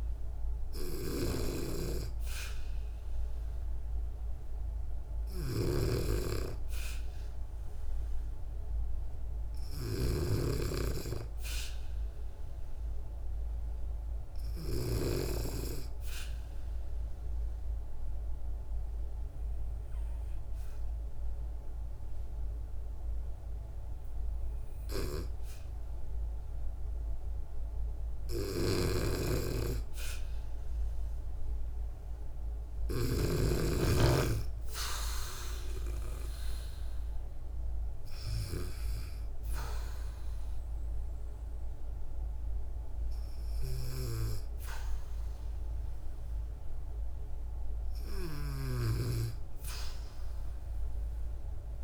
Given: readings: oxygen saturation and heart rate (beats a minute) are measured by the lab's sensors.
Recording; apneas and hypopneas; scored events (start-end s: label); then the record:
breathing in sleep by a room microphone; 1
4.50-14.50 s: snoring (device-marked)
15.50-28.00 s: obstructive apnea (oxygen 96% before, 93% lowest, heart rate 64 before, 60 extreme, up 2 after)
28.00-32.50 s: snoring (device-marked)
28.50-33.00 s: arousal
34.00-51.84 s: oxygen desaturation (device-marked, oxygen 96% before, 93% lowest, heart rate 63 before, 61 extreme)
47.50-51.84 s: snoring (device-marked)
From the record:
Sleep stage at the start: N2 (light sleep); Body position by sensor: on the back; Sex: female